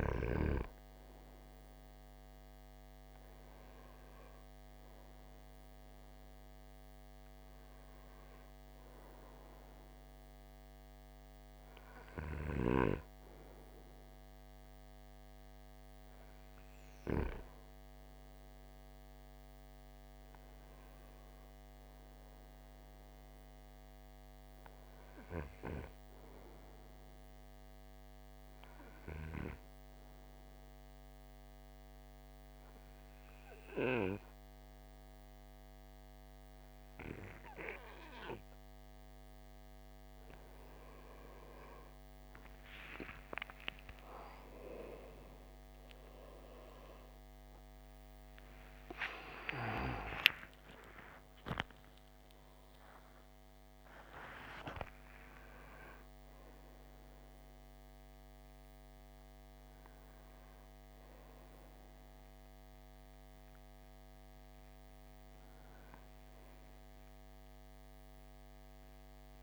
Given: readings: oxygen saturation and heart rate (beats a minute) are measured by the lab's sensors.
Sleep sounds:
breathing in sleep by a microphone on the trachea; 1
0.00-16.00 s: oxygen desaturation (device-marked, oxygen 91% lowest)
27.50-40.00 s: obstructive apnea (oxygen 94% before, 90% lowest)
44.00-51.00 s: arousal
50.00-69.43 s: oxygen desaturation (device-marked, oxygen 93% before, 90% lowest)
From the record:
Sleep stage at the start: N2 (light sleep); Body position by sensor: on the back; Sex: male

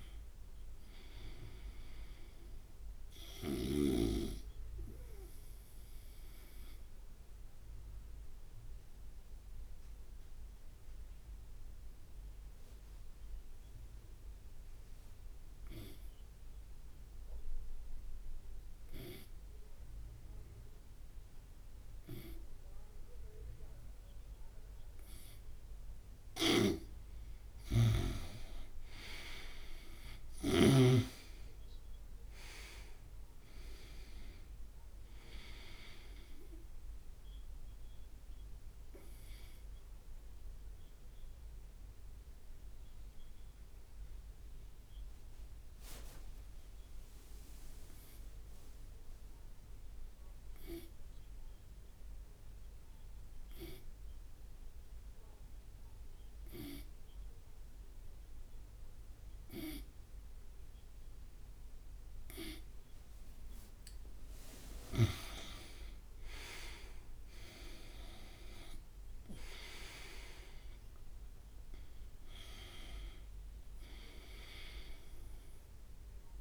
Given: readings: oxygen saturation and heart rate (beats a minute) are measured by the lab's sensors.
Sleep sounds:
breathing in sleep by a room microphone; 2
0.00-19.50 s: oxygen desaturation (device-marked, oxygen 89% lowest)
7.00-26.50 s: obstructive apnea (oxygen 99% before, 89% lowest)
26.50-31.00 s: snoring (device-marked)
28.00-32.50 s: arousal
34.50-54.50 s: oxygen desaturation (device-marked, oxygen 98% before, 89% lowest)
38.50-63.00 s: obstructive apnea (oxygen 99% before, 89% lowest)
66.00-70.50 s: arousal
66.50-76.41 s: oxygen desaturation (device-marked, oxygen 99% before, 89% lowest)
From the record:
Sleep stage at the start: N2 (light sleep); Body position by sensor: on the right side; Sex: male

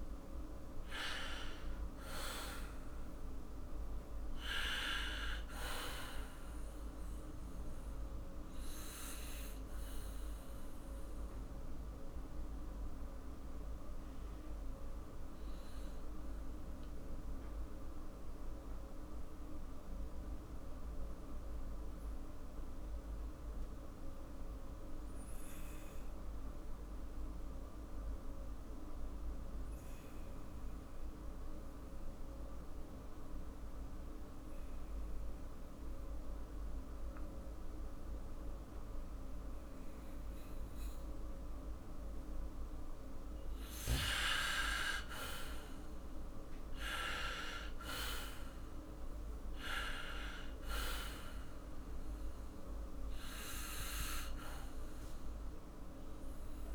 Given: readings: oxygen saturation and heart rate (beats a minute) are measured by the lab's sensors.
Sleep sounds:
breathing in sleep by a room microphone; 1
0.00-2.00 s: arousal
8.00-42.00 s: obstructive apnea (oxygen 99% before, 95% lowest, heart rate 57 before, 51 extreme, up 8 after)
23.50-33.50 s: oxygen desaturation (device-marked, oxygen 98% before, 95% lowest, heart rate 56 before, 54 extreme)
44.50-48.50 s: arousal
From the record:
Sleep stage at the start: N2 (light sleep); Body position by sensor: on the back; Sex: male

